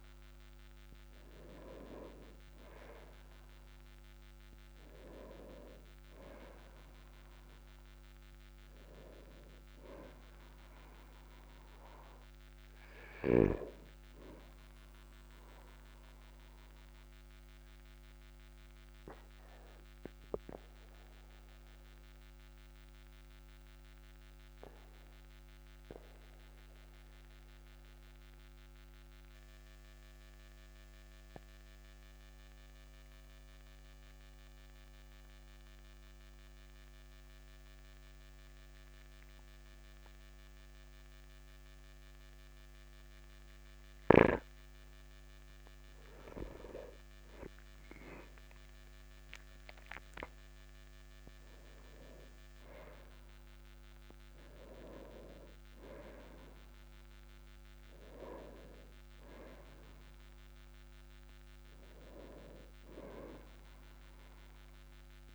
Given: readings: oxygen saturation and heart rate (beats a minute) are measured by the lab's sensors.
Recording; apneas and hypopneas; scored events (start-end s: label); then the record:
breathing in sleep by a microphone on the trachea; 1
16.00-29.00 s: oxygen desaturation (device-marked, oxygen 98% before, 95% lowest, heart rate 49 before, 42 extreme)
16.00-46.00 s: obstructive apnea (oxygen 99% before, 95% lowest, heart rate 49 before, 42 extreme, up 7 after)
48.00-51.50 s: arousal
From the record:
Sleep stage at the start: N2 (light sleep); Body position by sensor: on the back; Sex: male